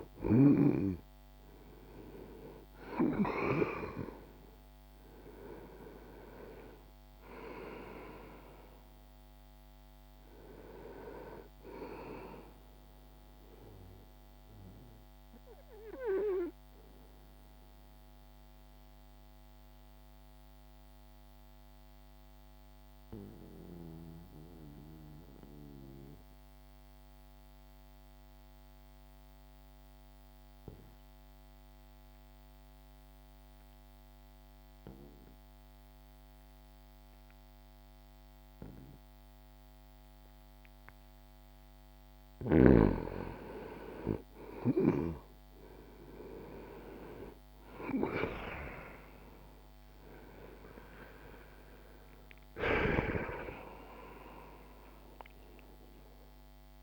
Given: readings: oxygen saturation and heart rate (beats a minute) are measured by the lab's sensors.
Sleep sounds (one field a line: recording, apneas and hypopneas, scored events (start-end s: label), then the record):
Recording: breathing in sleep by a microphone on the trachea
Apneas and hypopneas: 1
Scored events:
0.00-2.50 s: arousal
0.00-31.50 s: oxygen desaturation (device-marked, oxygen 88% lowest, heart rate 59 extreme)
14.50-42.50 s: mixed apnea (oxygen 98% before, 88% lowest, heart rate 60 before, 59 extreme, up 2 after)
42.50-56.83 s: oxygen desaturation (device-marked, oxygen 98% before, 88% lowest, heart rate 61 before, 60 extreme)
45.00-51.50 s: arousal
From the record:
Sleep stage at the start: N2 (light sleep)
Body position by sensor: on the back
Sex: male